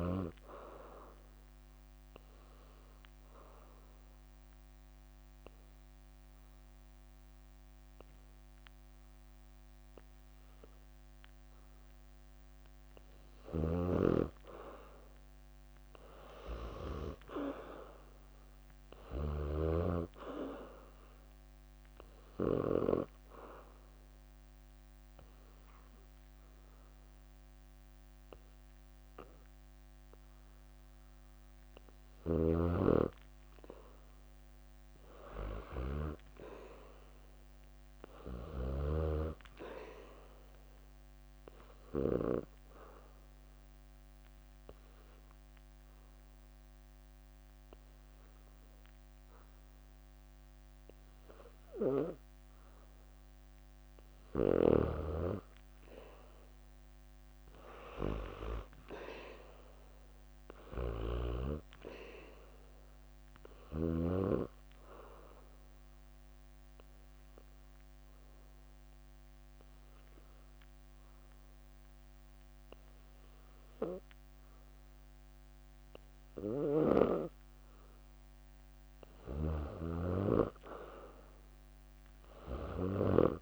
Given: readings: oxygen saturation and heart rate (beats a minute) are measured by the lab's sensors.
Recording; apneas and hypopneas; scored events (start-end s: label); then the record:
breathing in sleep by a microphone on the trachea; 4
0.00-6.50 s: leg movement (device-marked)
1.00-14.00 s: oxygen desaturation (device-marked, oxygen 95% before, 91% lowest, heart rate 67 before, 57 extreme)
2.00-8.00 s: bradycardia (device-marked, heart rate 67 before, 57 extreme)
2.00-12.00 s: obstructive apnea (oxygen 96% before, 91% lowest, heart rate 67 before, 58 extreme, up 11 after)
10.00-17.00 s: leg movement (device-marked)
13.00-19.50 s: snoring (device-marked)
15.50-18.50 s: arousal
19.50-26.50 s: leg movement (device-marked)
20.00-36.00 s: oxygen desaturation (device-marked, oxygen 97% before, 92% lowest, heart rate 62 before, 58 extreme)
22.00-32.00 s: obstructive apnea (oxygen 97% before, 90% lowest, heart rate 62 before, 58 extreme, up 8 after)
27.00-29.00 s: bradycardia (device-marked, heart rate 66 before, 62 extreme)
29.50-38.50 s: leg movement (device-marked)
35.00-39.00 s: arousal
41.50-44.00 s: leg movement (device-marked)
41.50-53.00 s: obstructive apnea (oxygen 97% before, 89% lowest, heart rate 64 before, 58 extreme, up 9 after)
44.00-55.00 s: oxygen desaturation (device-marked, oxygen 96% before, 92% lowest, heart rate 64 before, 58 extreme)
46.00-50.00 s: bradycardia (device-marked, heart rate 66 before, 59 extreme)
63.00-79.00 s: oxygen desaturation (device-marked, oxygen 96% before, 91% lowest, heart rate 63 before, 57 extreme)
64.50-76.50 s: obstructive apnea (oxygen 96% before, 89% lowest, heart rate 63 before, 58 extreme, up 9 after)
69.00-76.00 s: leg movement (device-marked)
77.50-83.42 s: leg movement (device-marked)
79.50-83.00 s: arousal
81.00-83.42 s: oxygen desaturation (device-marked, oxygen 97% before, 89% lowest, heart rate 64 before, 57 extreme)
From the record:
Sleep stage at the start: N2 (light sleep); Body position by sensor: on the back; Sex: female